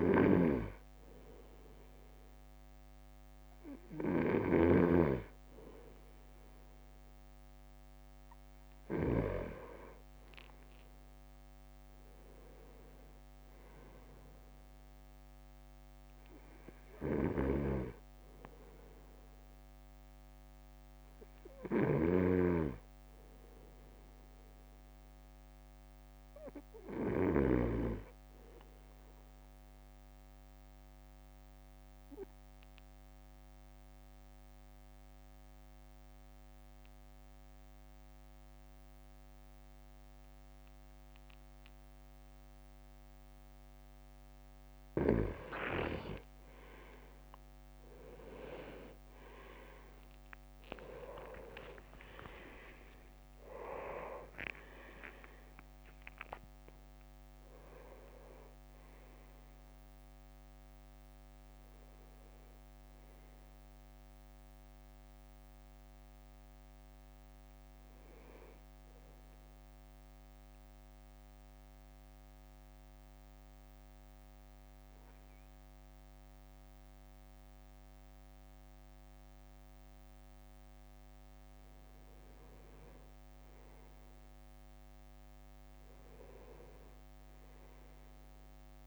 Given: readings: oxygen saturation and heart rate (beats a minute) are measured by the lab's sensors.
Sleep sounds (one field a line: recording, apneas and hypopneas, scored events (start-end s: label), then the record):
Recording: breathing in sleep by a microphone on the trachea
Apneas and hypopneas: 2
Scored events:
0.00-9.50 s: snoring (device-marked)
22.00-27.50 s: snoring (device-marked)
30.50-44.00 s: obstructive apnea (oxygen 98% before, 94% lowest, heart rate 54 before, 52 extreme, up 7 after)
48.00-52.50 s: arousal
52.50-65.50 s: drop in pulse transit time (device-marked, heart rate 55 before, 59 extreme)
53.50-54.50 s: leg movement (device-marked)
53.50-65.50 s: oxygen desaturation (device-marked, oxygen 97% before, 94% lowest, heart rate 55 before, 52 extreme)
55.50-57.50 s: leg movement (device-marked)
69.00-81.50 s: mixed apnea (oxygen 98% before, 96% lowest, heart rate 62 before, 49 extreme, up 6 after)
83.00-86.00 s: arousal
84.00-85.00 s: leg movement (device-marked)
From the record:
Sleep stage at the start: N2 (light sleep)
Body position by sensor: on the right side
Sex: male